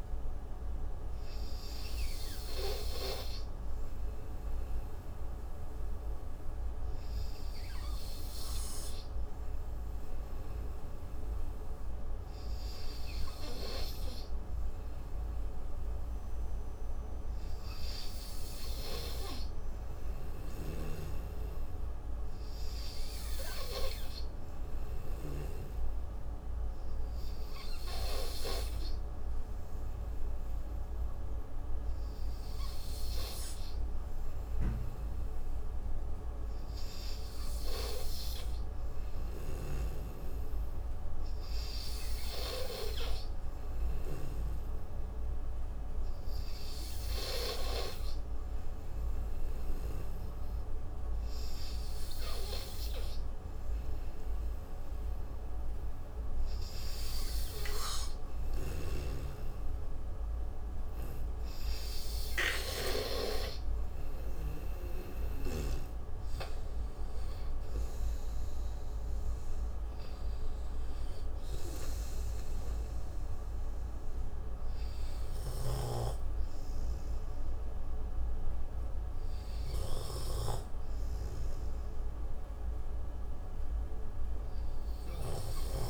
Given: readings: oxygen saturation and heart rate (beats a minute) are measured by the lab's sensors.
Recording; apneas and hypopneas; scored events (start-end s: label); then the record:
breathing in sleep by a room microphone; none
none scored
From the record:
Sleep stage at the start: N3 (deep sleep); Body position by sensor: on the right side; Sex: male